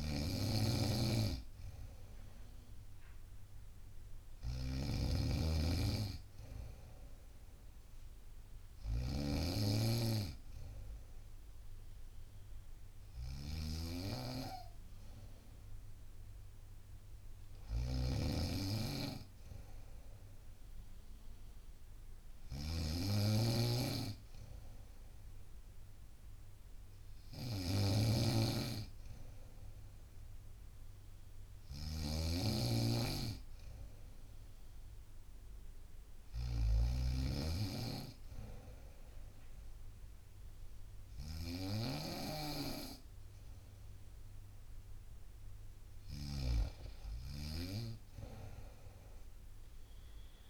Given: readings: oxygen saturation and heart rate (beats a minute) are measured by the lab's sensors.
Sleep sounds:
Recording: breathing in sleep by a room microphone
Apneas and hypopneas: none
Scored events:
0.00-50.50 s: snoring (device-marked)
48.00-50.50 s: arousal
From the record:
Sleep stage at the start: N2 (light sleep)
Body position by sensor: on the right side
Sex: female

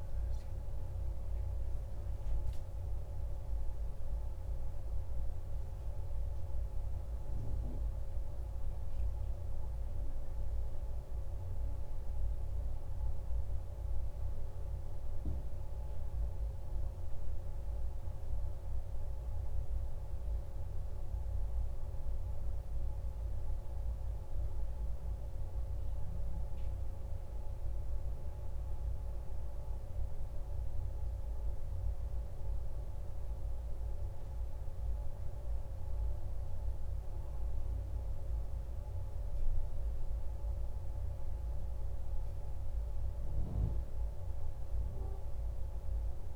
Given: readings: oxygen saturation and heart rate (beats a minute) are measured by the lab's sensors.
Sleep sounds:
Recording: breathing in sleep, hard to hear, by a room microphone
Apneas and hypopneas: 2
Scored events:
0.00-18.50 s: oxygen desaturation (device-marked, oxygen 94% lowest, heart rate 48 extreme)
0.50-15.50 s: mixed apnea (oxygen 98% before, 94% lowest, heart rate 60 before, 49 extreme, up 0 after)
19.00-23.00 s: arousal
28.50-41.50 s: hypopnea (oxygen 99% before, 95% lowest, heart rate 53 before, 48 extreme, up 3 after)
44.00-46.36 s: arousal
From the record:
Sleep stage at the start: N1 (lightest sleep)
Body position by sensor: on the back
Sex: male

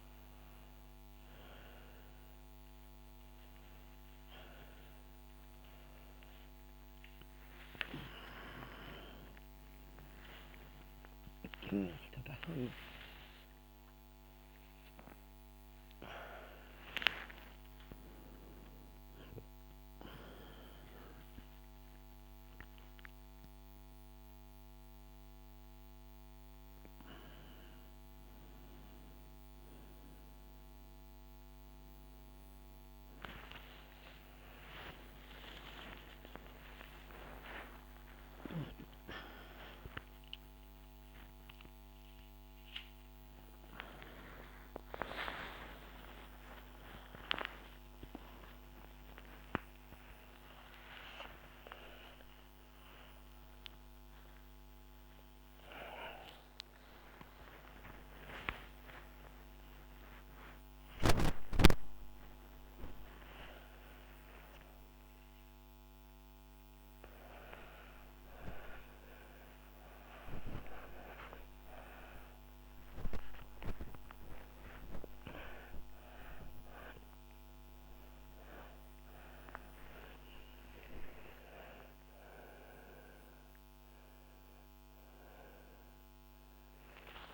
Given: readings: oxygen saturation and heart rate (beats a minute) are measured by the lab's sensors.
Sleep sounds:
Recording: a person awake in a sleep study, by a microphone on the trachea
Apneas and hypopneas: none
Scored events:
5.50-22.50 s: oxygen desaturation (device-marked, oxygen 100% before, 95% lowest, heart rate 80 before, 74 extreme)
From the record:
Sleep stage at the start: awake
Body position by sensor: on the back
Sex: female

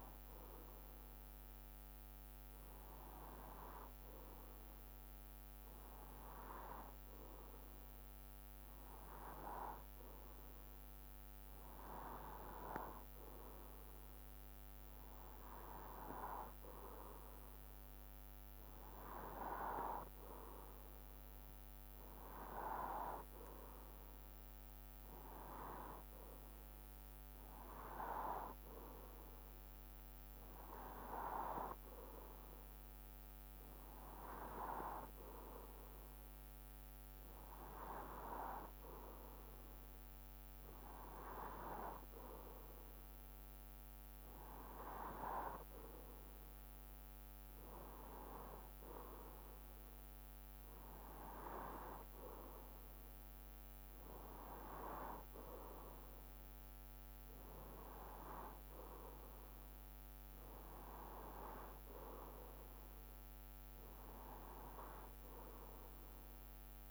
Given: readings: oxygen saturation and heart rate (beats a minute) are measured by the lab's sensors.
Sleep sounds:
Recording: breathing in sleep by a microphone on the trachea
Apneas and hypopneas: none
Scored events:
0.00-66.90 s: bradycardia (device-marked, heart rate 48 extreme)
From the record:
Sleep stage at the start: N2 (light sleep)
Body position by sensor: on the left side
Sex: male

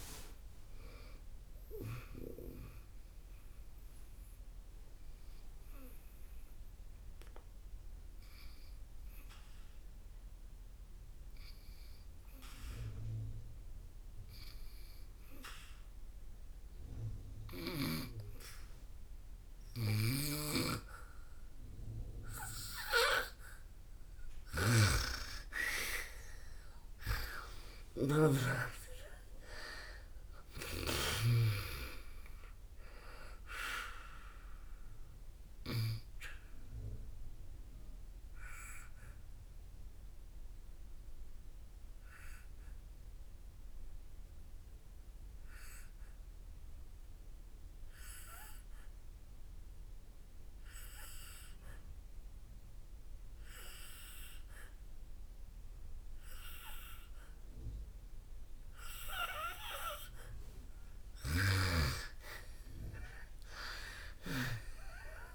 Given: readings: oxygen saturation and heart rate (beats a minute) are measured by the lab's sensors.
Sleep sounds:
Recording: breathing in sleep by a room microphone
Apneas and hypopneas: 2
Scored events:
0.00-19.00 s: oxygen desaturation (device-marked, oxygen 89% lowest, heart rate 58 extreme)
4.00-23.50 s: obstructive apnea (oxygen 98% before, 88% lowest, heart rate 68 before, 56 extreme, up 10 after)
25.50-30.50 s: arousal
26.00-55.00 s: oxygen desaturation (device-marked, oxygen 98% before, 88% lowest, heart rate 61 before, 56 extreme)
28.00-31.50 s: snoring (device-marked)
36.50-61.00 s: obstructive apnea (oxygen 98% before, 88% lowest, heart rate 66 before, 54 extreme, up 10 after)
62.50-65.35 s: arousal
From the record:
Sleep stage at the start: N2 (light sleep)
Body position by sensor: on the back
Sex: female

